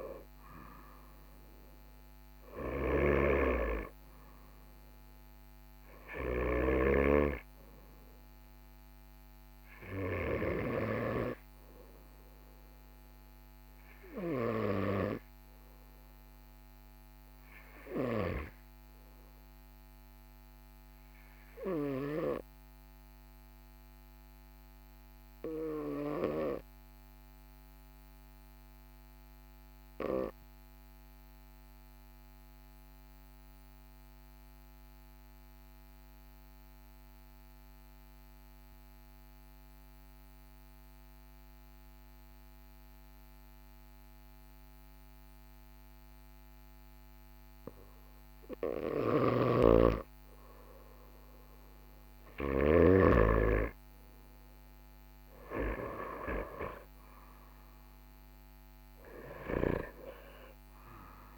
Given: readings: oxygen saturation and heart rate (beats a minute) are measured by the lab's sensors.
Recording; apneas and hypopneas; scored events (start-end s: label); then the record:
breathing in sleep by a microphone on the trachea; 1
0.00-18.50 s: oxygen desaturation (device-marked, oxygen 93% lowest, heart rate 43 extreme)
20.50-48.50 s: obstructive apnea (oxygen 99% before, 93% lowest, heart rate 44 before, 43 extreme, up 1 after)
53.50-61.38 s: oxygen desaturation (device-marked, oxygen 97% before, 93% lowest, heart rate 43 before, 42 extreme)
From the record:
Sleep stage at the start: N2 (light sleep); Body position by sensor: on the right side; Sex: male